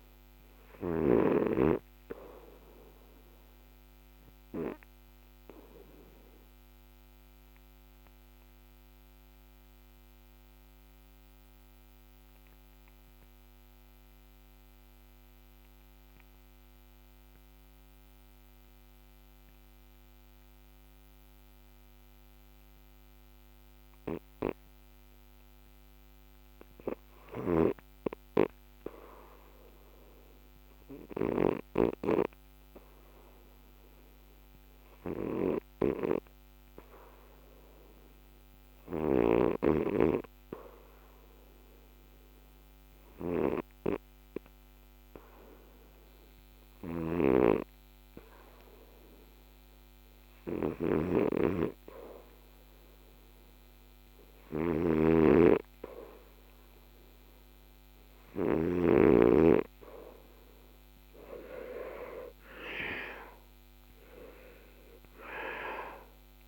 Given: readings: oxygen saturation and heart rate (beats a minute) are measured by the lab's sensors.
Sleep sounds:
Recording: breathing in sleep by a microphone on the trachea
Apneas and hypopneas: 1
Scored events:
4.50-49.00 s: mixed apnea (oxygen 98% before, 79% lowest, heart rate 75 before, 59 extreme, up 2 after)
15.00-66.48 s: new sleep stage, REM sleep
26.00-58.00 s: oxygen desaturation (device-marked, oxygen 94% before, 79% lowest, heart rate 64 before, 59 extreme)
50.50-59.00 s: snoring (device-marked)
60.00-64.50 s: arousal
From the record:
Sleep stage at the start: N2 (light sleep)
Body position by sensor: on the back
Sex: male

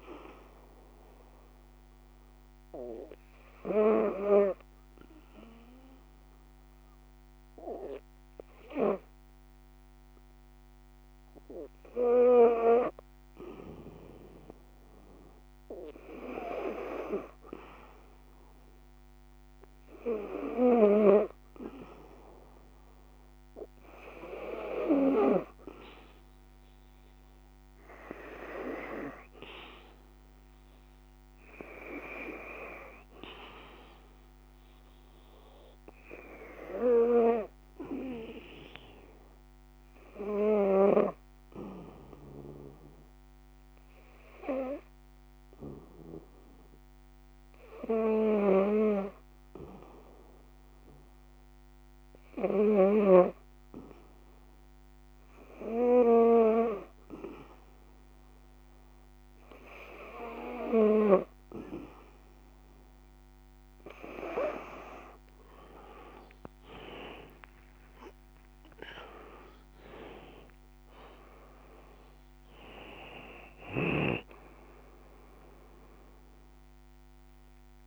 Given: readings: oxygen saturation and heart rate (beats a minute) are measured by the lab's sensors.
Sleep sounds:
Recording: breathing in sleep by a microphone on the trachea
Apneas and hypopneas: 2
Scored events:
0.00-17.00 s: oxygen desaturation (device-marked, oxygen 87% lowest, heart rate 62 extreme)
1.00-15.00 s: hypopnea (oxygen 93% before, 86% lowest, heart rate 63 before, 63 extreme, up 1 after)
18.00-22.50 s: arousal
30.00-52.00 s: oxygen desaturation (device-marked, oxygen 93% before, 86% lowest, heart rate 65 before, 63 extreme)
37.50-53.50 s: hypopnea (oxygen 93% before, 84% lowest, heart rate 65 before, 63 extreme, up 4 after)
63.00-77.87 s: oxygen desaturation (device-marked, oxygen 92% before, 84% lowest, heart rate 65 before, 59 extreme)
66.00-70.00 s: arousal
From the record:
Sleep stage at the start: N2 (light sleep)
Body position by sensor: on the back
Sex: female

